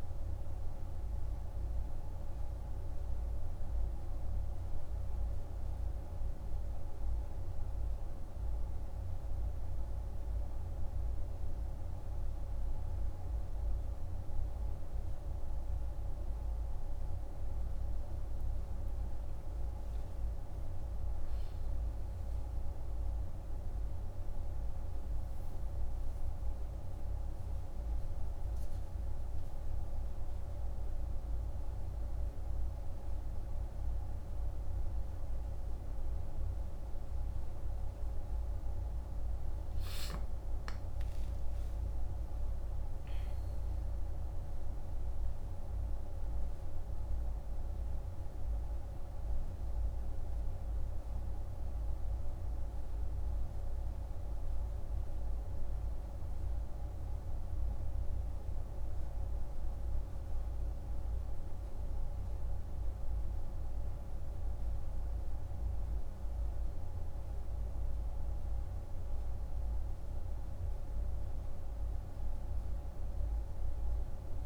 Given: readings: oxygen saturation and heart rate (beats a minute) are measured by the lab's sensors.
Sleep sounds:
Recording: breathing in sleep, hard to hear, by a room microphone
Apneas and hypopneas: none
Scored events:
17.50-21.00 s: arousal
From the record:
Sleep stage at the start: N2 (light sleep)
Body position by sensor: on the back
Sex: male

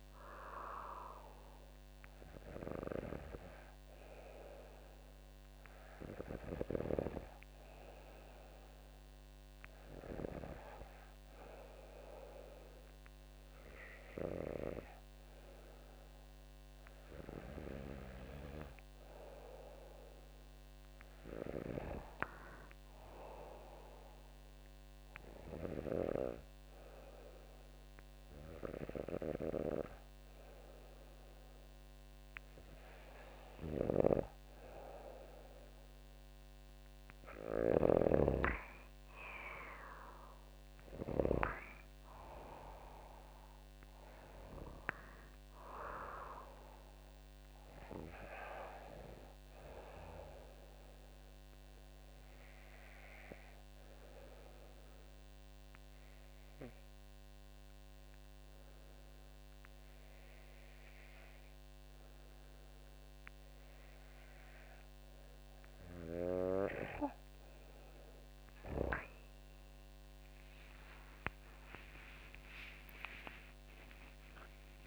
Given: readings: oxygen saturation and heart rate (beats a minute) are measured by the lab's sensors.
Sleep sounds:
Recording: breathing in sleep by a microphone on the trachea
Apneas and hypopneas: 2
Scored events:
24.50-35.00 s: hypopnea (oxygen 96% before, 94% lowest, heart rate 54 before, 51 extreme, up 6 after)
33.00-37.50 s: snoring (device-marked)
38.00-42.50 s: arousal
51.50-64.00 s: obstructive apnea (oxygen 96% before, 94% lowest, heart rate 54 before, 51 extreme, up 11 after)
67.00-74.87 s: new sleep stage, awake
From the record:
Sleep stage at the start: N2 (light sleep)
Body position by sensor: on the back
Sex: female

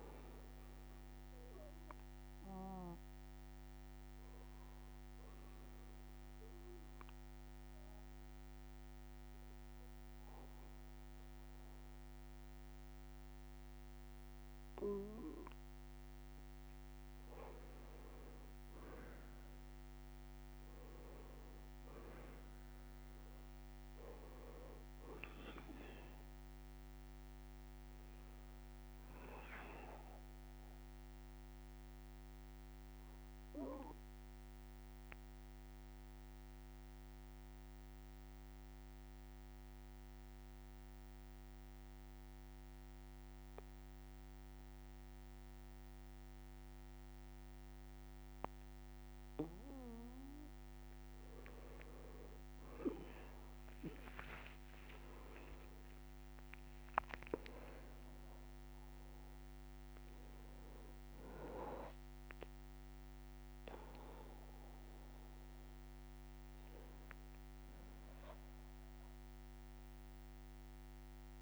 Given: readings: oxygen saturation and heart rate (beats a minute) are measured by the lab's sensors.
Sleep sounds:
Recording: breathing in sleep by a microphone on the trachea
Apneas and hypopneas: 2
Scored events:
1.00-15.00 s: obstructive apnea (oxygen 97% before, 92% lowest, heart rate 62 before, 60 extreme, up 2 after)
17.00-20.50 s: arousal
19.00-40.00 s: oxygen desaturation (device-marked, oxygen 96% before, 92% lowest, heart rate 61 before, 59 extreme)
31.50-49.50 s: obstructive apnea (oxygen 97% before, 92% lowest, heart rate 62 before, 59 extreme, up 6 after)
37.00-42.00 s: bradycardia (device-marked, heart rate 66 before, 59 extreme)
52.00-71.42 s: oxygen desaturation (device-marked, oxygen 98% before, 93% lowest, heart rate 60 before, 60 extreme)
52.50-57.00 s: arousal
From the record:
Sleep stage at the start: N2 (light sleep)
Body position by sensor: on the back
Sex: male

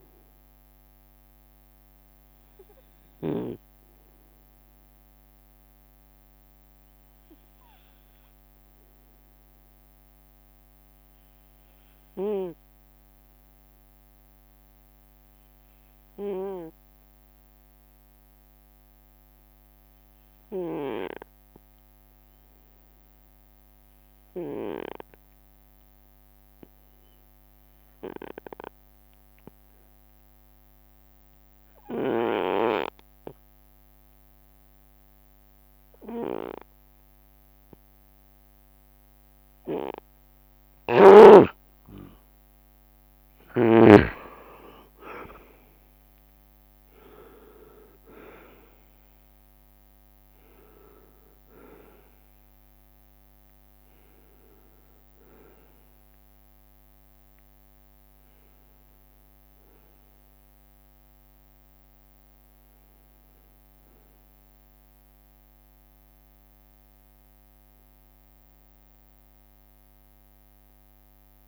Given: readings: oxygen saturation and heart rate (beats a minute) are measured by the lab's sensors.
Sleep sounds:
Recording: breathing in sleep by a microphone on the trachea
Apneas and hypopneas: 1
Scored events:
0.00-12.00 s: oxygen desaturation (device-marked, oxygen 91% lowest)
0.00-24.00 s: bradycardia (device-marked)
1.50-3.50 s: long interval between heartbeats (device-marked)
5.50-40.50 s: obstructive apnea (oxygen 96% before, 89% lowest)
18.50-20.00 s: leg movement (device-marked)
26.50-28.50 s: long interval between heartbeats (device-marked)
29.50-32.50 s: leg movement (device-marked)
33.00-43.00 s: drop in pulse transit time (device-marked)
33.50-37.00 s: leg movement (device-marked)
34.00-71.00 s: oxygen desaturation (device-marked, oxygen 98% before, 89% lowest)
34.00-71.48 s: bradycardia (device-marked)
45.00-49.50 s: arousal
50.00-52.00 s: long interval between heartbeats (device-marked)
59.00-61.00 s: long interval between heartbeats (device-marked)
68.00-69.00 s: leg movement (device-marked)
68.00-70.00 s: long interval between heartbeats (device-marked)
From the record:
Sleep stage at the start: N2 (light sleep)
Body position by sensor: on the right side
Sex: male

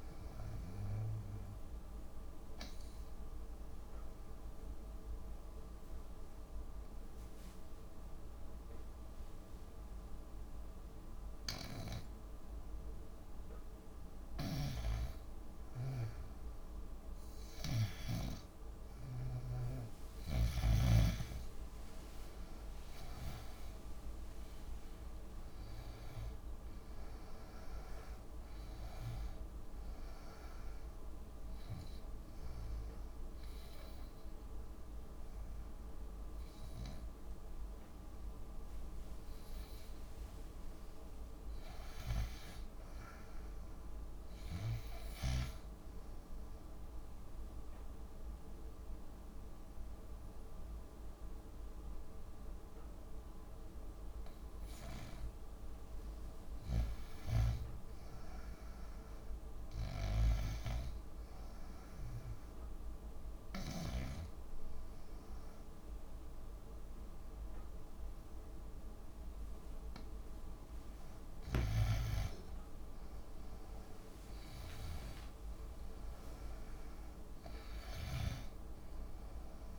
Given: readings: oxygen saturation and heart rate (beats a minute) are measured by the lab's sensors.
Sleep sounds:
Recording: breathing in sleep by a room microphone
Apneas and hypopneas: 4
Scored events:
2.50-14.50 s: obstructive apnea (oxygen 94% before, 87% lowest)
15.00-20.00 s: snoring (device-marked)
20.00-24.50 s: arousal
20.00-40.00 s: oxygen desaturation (device-marked, oxygen 95% before, 87% lowest)
31.00-41.00 s: hypopnea (oxygen 95% before, 89% lowest)
42.50-45.00 s: arousal
47.00-57.00 s: obstructive apnea (oxygen 97% before, 90% lowest)
58.50-61.00 s: arousal
61.00-64.50 s: snoring (device-marked)
62.00-72.00 s: obstructive apnea (oxygen 97% before, 90% lowest)
64.00-75.00 s: oxygen desaturation (device-marked, oxygen 95% before, 90% lowest)
75.00-78.00 s: arousal
From the record:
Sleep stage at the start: N2 (light sleep)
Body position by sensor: on the back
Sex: female

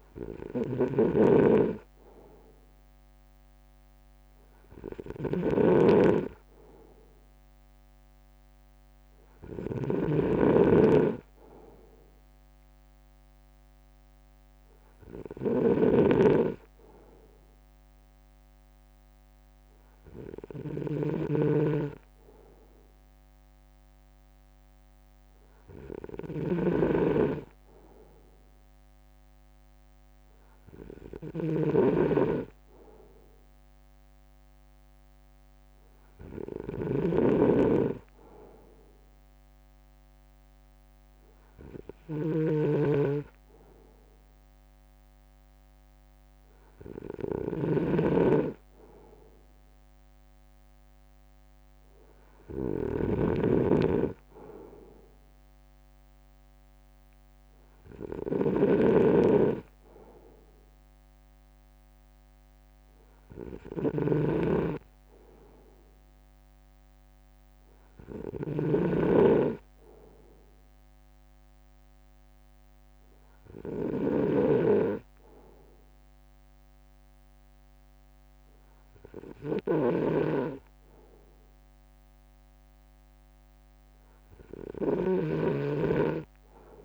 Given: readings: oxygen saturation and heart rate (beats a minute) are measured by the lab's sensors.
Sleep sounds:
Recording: breathing in sleep by a microphone on the trachea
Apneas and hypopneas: none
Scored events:
0.00-86.85 s: snoring (device-marked)
3.00-15.00 s: drop in pulse transit time (device-marked, heart rate 56 before, 55 extreme)
46.00-64.00 s: drop in pulse transit time (device-marked, heart rate 56 before, 52 extreme)
From the record:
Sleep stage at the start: N2 (light sleep)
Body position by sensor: on the front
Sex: male

